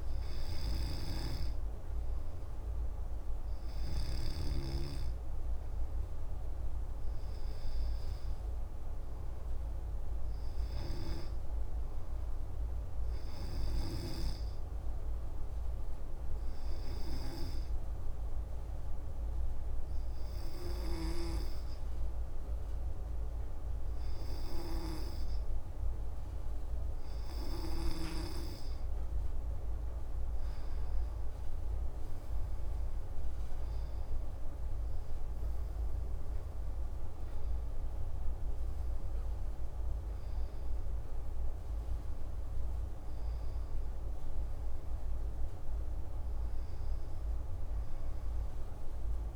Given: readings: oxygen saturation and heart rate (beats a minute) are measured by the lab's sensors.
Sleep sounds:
breathing in sleep by a room microphone; 1
12.50-28.50 s: obstructive apnea (oxygen 96% before, 93% lowest)
32.50-37.50 s: arousal
From the record:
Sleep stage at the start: N2 (light sleep); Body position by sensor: on the back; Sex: male

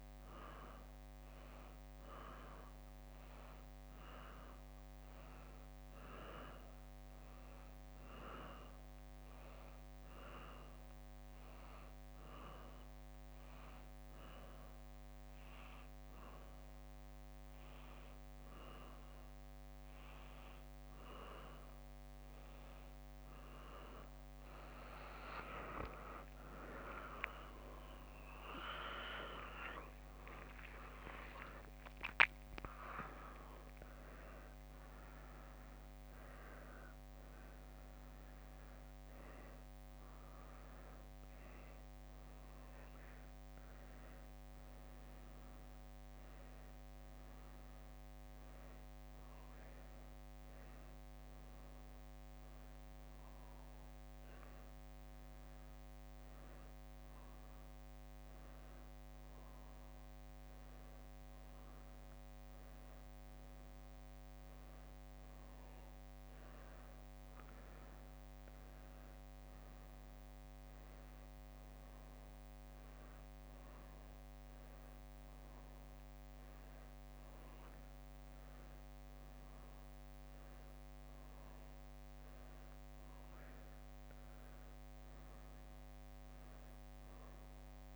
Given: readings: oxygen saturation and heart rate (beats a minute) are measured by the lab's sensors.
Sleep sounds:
a person awake in a sleep study, by a microphone on the trachea; none
20.00-29.00 s: leg movement (device-marked)
29.00-42.00 s: drop in pulse transit time (device-marked, heart rate 67 before, 66 extreme)
32.50-41.00 s: leg movement (device-marked)
52.50-55.00 s: leg movement (device-marked)
67.00-77.00 s: leg movement (device-marked)
78.00-79.50 s: leg movement (device-marked)
80.00-87.96 s: leg movement (device-marked)
From the record:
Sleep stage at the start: awake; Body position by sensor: on the back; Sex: female

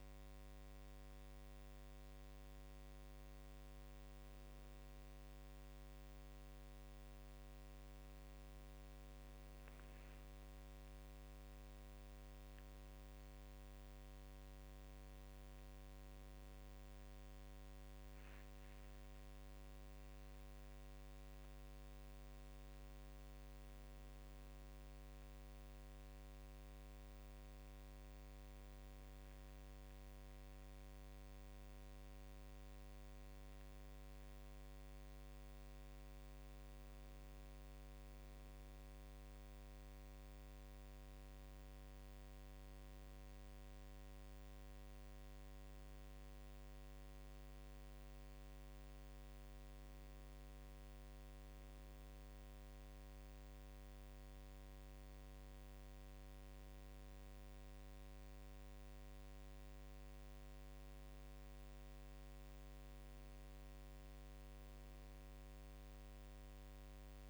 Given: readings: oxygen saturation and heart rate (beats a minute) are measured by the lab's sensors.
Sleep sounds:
a person awake in a sleep study, hard to hear, by a microphone on the trachea; none
none scored
From the record:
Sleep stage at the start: awake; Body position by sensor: on the right side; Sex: male

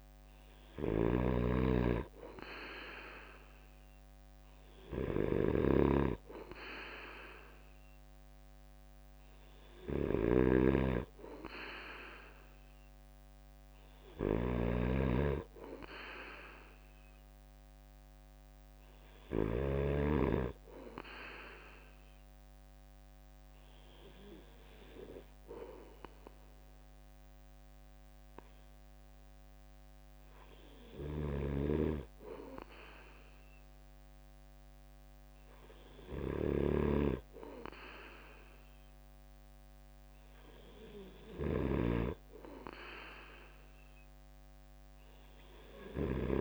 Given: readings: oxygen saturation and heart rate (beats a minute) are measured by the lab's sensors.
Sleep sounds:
breathing in sleep by a microphone on the trachea; none
0.00-19.50 s: snoring (device-marked)
31.00-46.41 s: snoring (device-marked)
From the record:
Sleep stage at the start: N3 (deep sleep); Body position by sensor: on the right side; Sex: male

